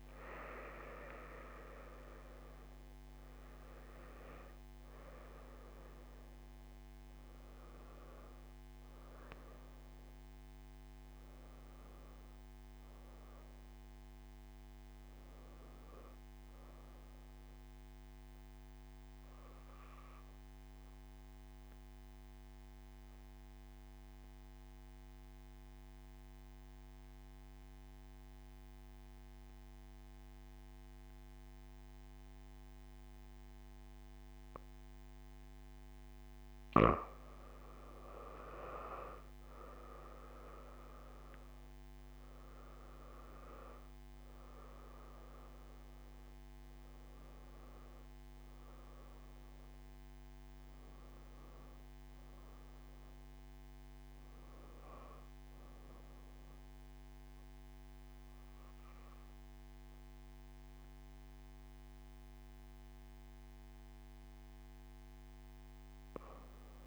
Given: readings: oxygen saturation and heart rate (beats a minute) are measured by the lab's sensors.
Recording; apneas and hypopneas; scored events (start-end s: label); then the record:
breathing in sleep by a microphone on the trachea; 1
0.00-28.50 s: oxygen desaturation (device-marked, oxygen 88% lowest)
18.50-36.00 s: mixed apnea (oxygen 94% before, 89% lowest)
37.50-41.50 s: arousal
42.50-64.50 s: oxygen desaturation (device-marked, oxygen 97% before, 90% lowest)
From the record:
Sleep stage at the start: N2 (light sleep); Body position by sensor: on the back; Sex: female